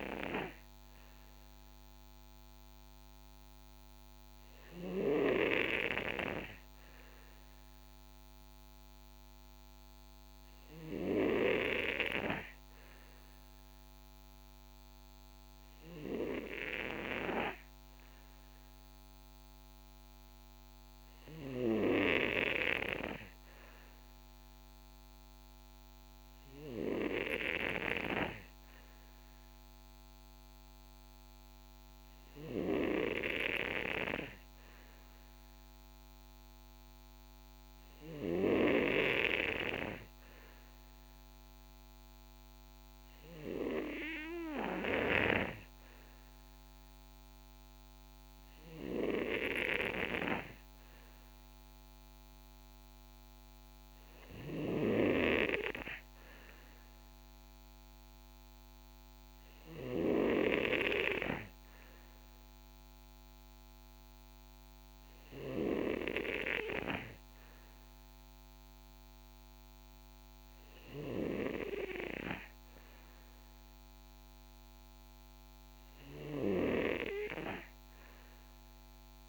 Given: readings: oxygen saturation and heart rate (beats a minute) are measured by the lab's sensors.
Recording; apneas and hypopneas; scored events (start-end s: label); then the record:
breathing in sleep by a microphone on the trachea; none
none scored
From the record:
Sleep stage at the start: N2 (light sleep); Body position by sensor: on the back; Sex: male